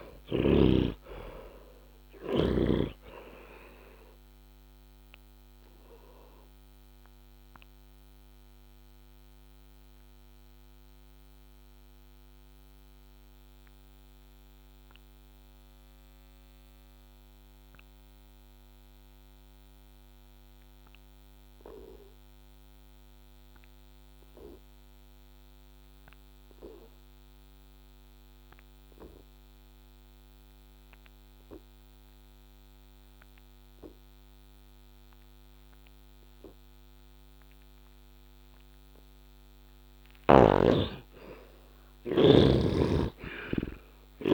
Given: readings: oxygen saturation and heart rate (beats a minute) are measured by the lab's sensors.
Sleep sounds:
breathing in sleep by a microphone on the trachea; 1
0.00-2.00 s: snoring (device-marked)
5.00-39.50 s: obstructive apnea (heart rate 83 before, 60 extreme, up 16 after)
42.00-44.34 s: arousal
42.00-44.34 s: snoring (device-marked)
From the record:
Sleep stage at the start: N2 (light sleep); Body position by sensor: on the back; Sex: male

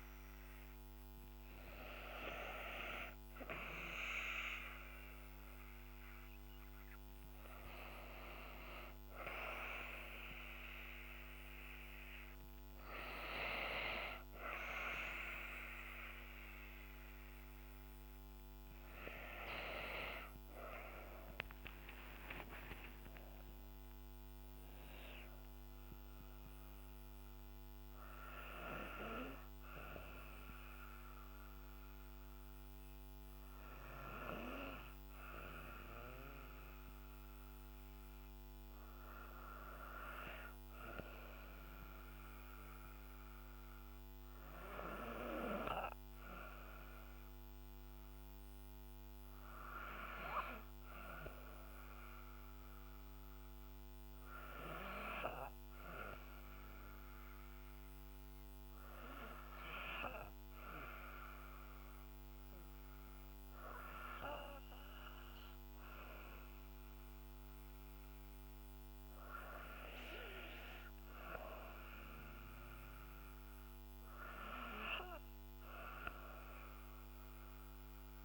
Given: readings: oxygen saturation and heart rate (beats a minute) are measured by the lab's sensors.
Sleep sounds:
breathing in sleep by a microphone on the trachea; none
20.50-24.50 s: arousal
From the record:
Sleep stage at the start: N2 (light sleep); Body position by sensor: on the back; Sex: female

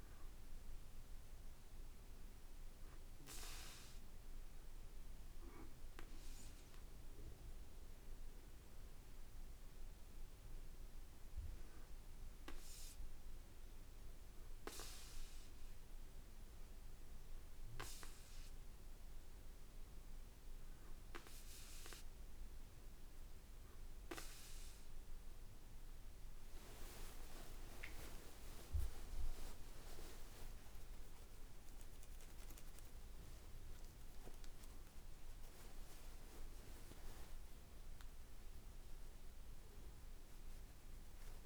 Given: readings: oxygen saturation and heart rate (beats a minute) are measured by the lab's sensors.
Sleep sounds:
a person partly awake in a sleep study, by a room microphone; none
22.50-41.46 s: new sleep stage, awake
25.50-41.46 s: tachycardia (device-marked, heart rate 61 before, 150 extreme)
28.00-30.00 s: long interval between heartbeats (device-marked, heart rate 59 before, 87 extreme)
32.00-34.00 s: long interval between heartbeats (device-marked, heart rate 68 before, 123 extreme)
34.50-36.50 s: long interval between heartbeats (device-marked, heart rate 80 before, 117 extreme)
39.00-41.00 s: long interval between heartbeats (device-marked, heart rate 93 before, 108 extreme)
From the record:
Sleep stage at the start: N2 (light sleep); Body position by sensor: on the back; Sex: male

